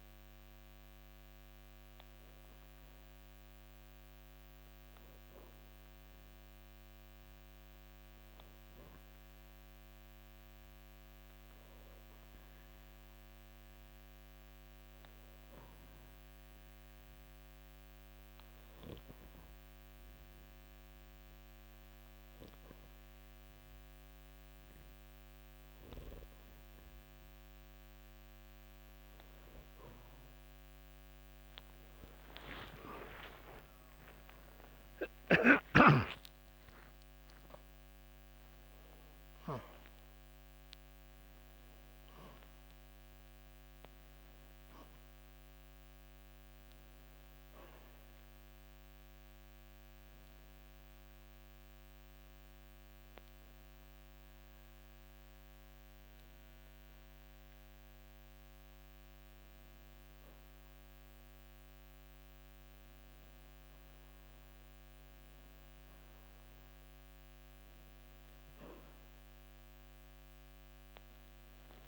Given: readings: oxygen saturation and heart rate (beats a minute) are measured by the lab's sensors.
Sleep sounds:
breathing in sleep by a microphone on the trachea; 2
0.00-16.50 s: oxygen desaturation (device-marked, oxygen 91% lowest, heart rate 54 extreme)
0.50-29.50 s: obstructive apnea (oxygen 95% before, 85% lowest, heart rate 61 before, 55 extreme)
23.50-61.50 s: oxygen desaturation (device-marked, oxygen 93% before, 85% lowest, heart rate 60 before, 55 extreme)
33.00-38.00 s: arousal
48.50-64.50 s: hypopnea (oxygen 93% before, 85% lowest, heart rate 82 before, 55 extreme, up 0 after)
70.50-71.88 s: arousal
From the record:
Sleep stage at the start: N2 (light sleep); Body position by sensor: on the back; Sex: male

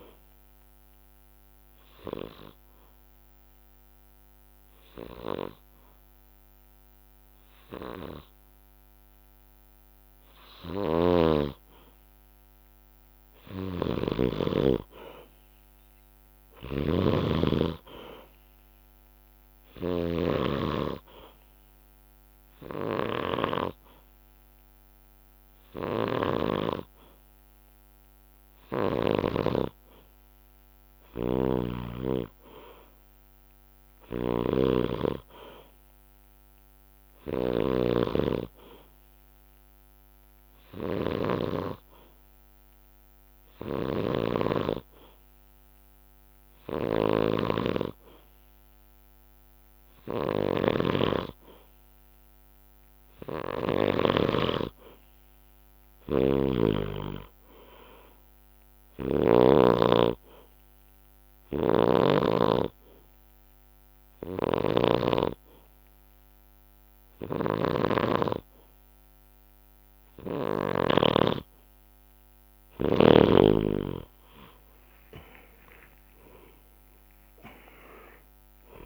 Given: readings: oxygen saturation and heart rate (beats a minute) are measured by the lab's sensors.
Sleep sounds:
breathing in sleep by a microphone on the trachea; 4
0.50-12.00 s: hypopnea (oxygen 97% before, 92% lowest, heart rate 63 before, 62 extreme, up 4 after)
2.00-14.00 s: oxygen desaturation (device-marked, oxygen 97% before, 92% lowest, heart rate 63 before, 63 extreme)
13.00-20.00 s: snoring (device-marked)
14.00-17.00 s: arousal
19.00-34.00 s: oxygen desaturation (device-marked, oxygen 98% before, 94% lowest, heart rate 64 before, 63 extreme)
19.50-30.00 s: hypopnea (oxygen 98% before, 93% lowest, heart rate 64 before, 63 extreme, up 7 after)
26.50-28.50 s: long interval between heartbeats (device-marked, heart rate 65 before, 71 extreme)
31.50-35.00 s: arousal
33.50-54.00 s: snoring (device-marked)
38.00-49.00 s: hypopnea (oxygen 98% before, 93% lowest, heart rate 68 before, 59 extreme, up 5 after)
52.50-56.00 s: arousal
59.00-71.00 s: hypopnea (oxygen 97% before, 93% lowest, heart rate 65 before, 59 extreme, up 23 after)
61.00-64.50 s: snoring (device-marked)
74.00-76.00 s: long interval between heartbeats (device-marked, heart rate 66 before, 71 extreme)
From the record:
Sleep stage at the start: N2 (light sleep); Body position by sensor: on the back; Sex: male

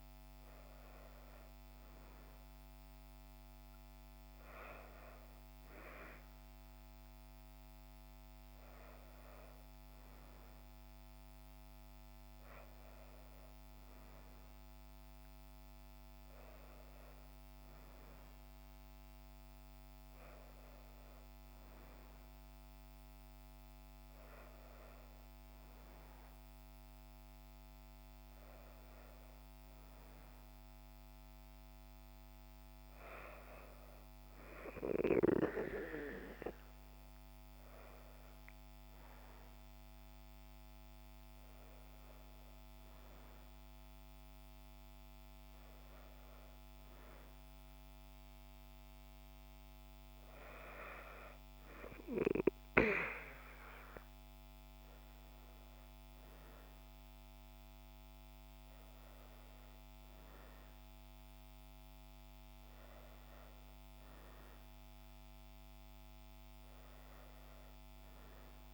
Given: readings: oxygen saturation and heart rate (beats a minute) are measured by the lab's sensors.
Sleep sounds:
breathing in sleep by a microphone on the trachea; none
none scored
From the record:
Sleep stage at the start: N2 (light sleep); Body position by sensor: on the back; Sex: female

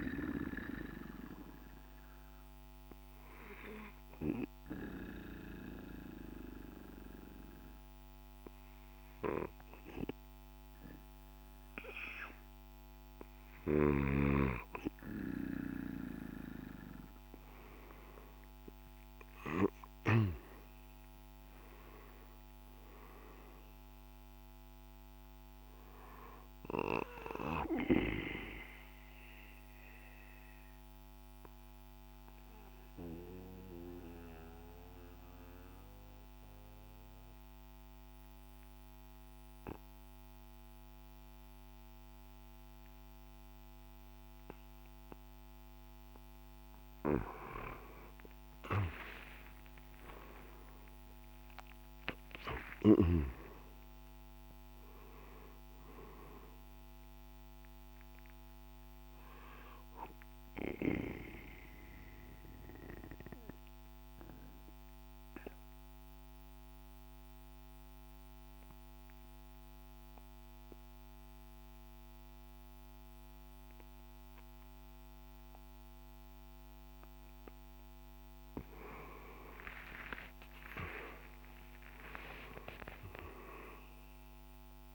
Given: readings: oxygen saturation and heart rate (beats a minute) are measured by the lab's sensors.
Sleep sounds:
breathing in sleep by a microphone on the trachea; 3
1.00-13.50 s: obstructive apnea (oxygen 97% before, 89% lowest, heart rate 58 before, 54 extreme, up 26 after)
18.50-22.00 s: arousal
19.00-22.00 s: drop in pulse transit time (device-marked, heart rate 57 before, 64 extreme)
25.00-46.00 s: oxygen desaturation (device-marked, oxygen 94% before, 90% lowest, heart rate 64 before, 53 extreme)
27.50-44.00 s: obstructive apnea (oxygen 97% before, 89% lowest, heart rate 66 before, 53 extreme, up 10 after)
48.00-52.50 s: arousal
52.00-65.00 s: drop in pulse transit time (device-marked, heart rate 57 before, 54 extreme)
58.00-79.00 s: oxygen desaturation (device-marked, oxygen 97% before, 89% lowest, heart rate 60 before, 53 extreme)
60.50-77.50 s: obstructive apnea (oxygen 98% before, 89% lowest, heart rate 61 before, 53 extreme, up 9 after)
79.00-83.50 s: arousal
83.00-84.95 s: drop in pulse transit time (device-marked, heart rate 55 before, 55 extreme)
From the record:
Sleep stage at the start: N2 (light sleep); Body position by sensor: on the right side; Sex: male

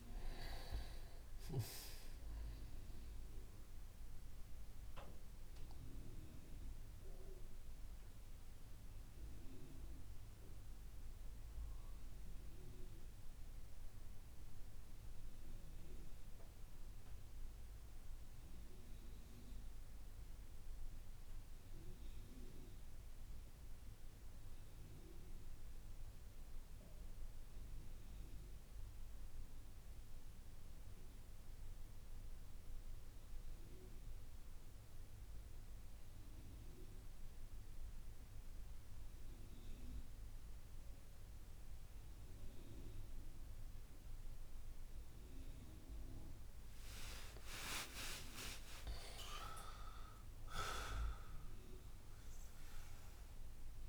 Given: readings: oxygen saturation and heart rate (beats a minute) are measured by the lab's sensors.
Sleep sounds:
breathing in sleep by a room microphone; 1
0.00-1.00 s: oxygen desaturation (device-marked, oxygen 98% before, 90% lowest)
3.50-46.50 s: mixed apnea (oxygen 95% before, 87% lowest)
7.00-21.00 s: oxygen desaturation (device-marked, oxygen 91% before, 87% lowest)
41.00-53.89 s: oxygen desaturation (device-marked, oxygen 98% before, 91% lowest)
47.00-51.00 s: arousal
From the record:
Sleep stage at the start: N2 (light sleep); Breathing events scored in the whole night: 253 in 7.0 hours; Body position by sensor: on the back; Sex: male

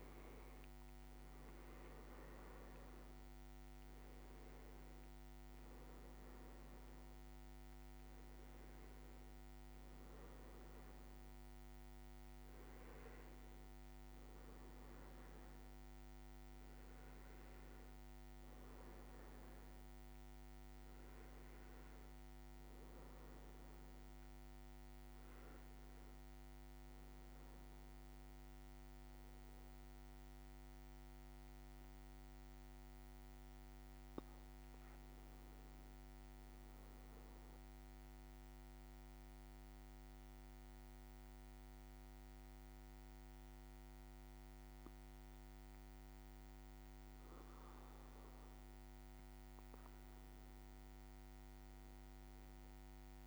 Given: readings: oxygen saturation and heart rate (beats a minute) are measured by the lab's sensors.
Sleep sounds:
breathing in sleep, hard to hear, by a microphone on the trachea; 1
26.00-31.00 s: arousal
32.50-35.00 s: leg movement (device-marked)
36.50-48.50 s: central apnea (oxygen 99% before, 96% lowest, heart rate 57 before, 54 extreme, up 3 after)
From the record:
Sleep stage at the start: N2 (light sleep); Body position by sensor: on the back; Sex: male

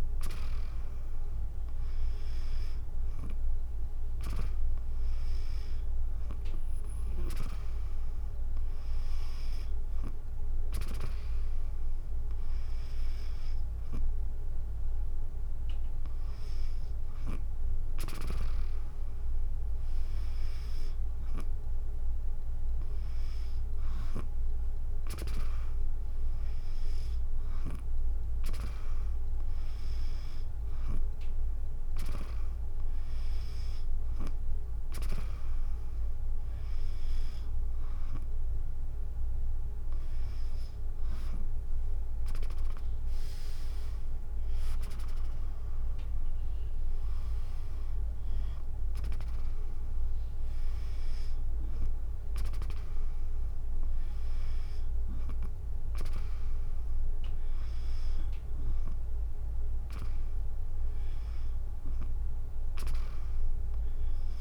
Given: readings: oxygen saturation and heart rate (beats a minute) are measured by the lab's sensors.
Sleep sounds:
breathing in sleep by a room microphone; none
31.50-35.00 s: snoring (device-marked)
43.00-53.00 s: drop in pulse transit time (device-marked, heart rate 62 before, 62 extreme)
From the record:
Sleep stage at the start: N2 (light sleep); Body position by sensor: on the back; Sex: female

